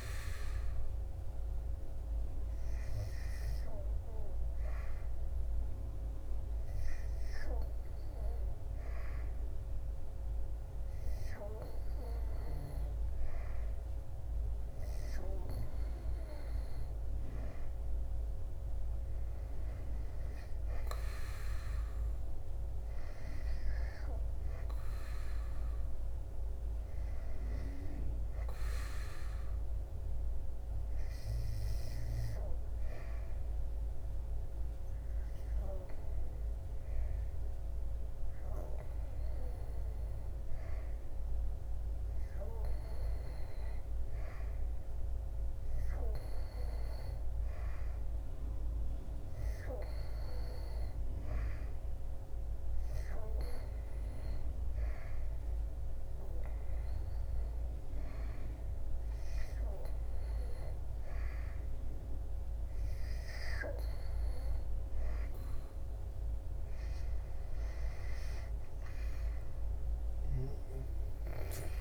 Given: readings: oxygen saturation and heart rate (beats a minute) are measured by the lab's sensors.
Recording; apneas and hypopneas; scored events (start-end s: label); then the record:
breathing in sleep by a room microphone; 2
0.00-7.00 s: oxygen desaturation (device-marked, oxygen 91% lowest, heart rate 78 extreme)
1.50-16.50 s: hypopnea (oxygen 95% before, 91% lowest, heart rate 81 before, 77 extreme, up 4 after)
21.50-25.50 s: arousal
32.50-64.00 s: hypopnea (oxygen 96% before, 91% lowest, heart rate 81 before, 72 extreme, up 11 after)
56.00-71.81 s: oxygen desaturation (device-marked, oxygen 96% before, 91% lowest, heart rate 80 before, 67 extreme)
69.00-71.81 s: arousal
From the record:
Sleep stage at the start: N2 (light sleep); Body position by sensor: on the back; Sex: male